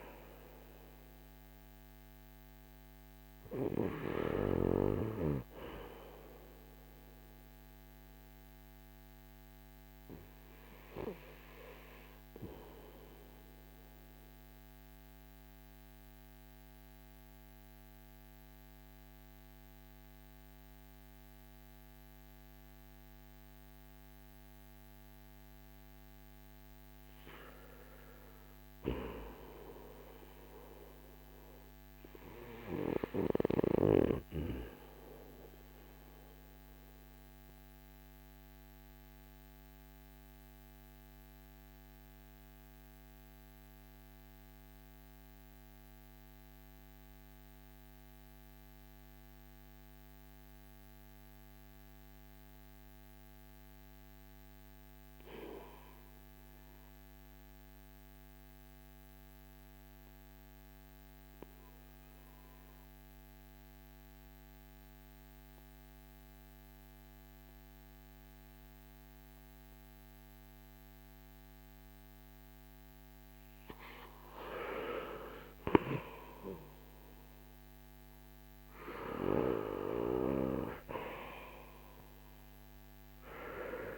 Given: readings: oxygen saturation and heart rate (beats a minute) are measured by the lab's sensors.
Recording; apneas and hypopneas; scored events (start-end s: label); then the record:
breathing in sleep by a microphone on the trachea; 2
0.00-31.00 s: oxygen desaturation (device-marked, oxygen 78% lowest, heart rate 42 extreme)
6.50-24.50 s: obstructive apnea (oxygen 87% before, 78% lowest, heart rate 59 before, 42 extreme, up 2 after)
28.00-34.00 s: arousal
37.00-72.50 s: obstructive apnea (oxygen 97% before, 79% lowest, heart rate 45 before, 43 extreme, up 15 after)
45.00-56.00 s: oxygen desaturation (device-marked, oxygen 97% before, 92% lowest, heart rate 47 before, 43 extreme)
66.00-83.98 s: oxygen desaturation (device-marked, oxygen 93% before, 79% lowest, heart rate 46 before, 42 extreme)
75.00-81.00 s: arousal
From the record:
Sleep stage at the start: N2 (light sleep); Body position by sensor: on the back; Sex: male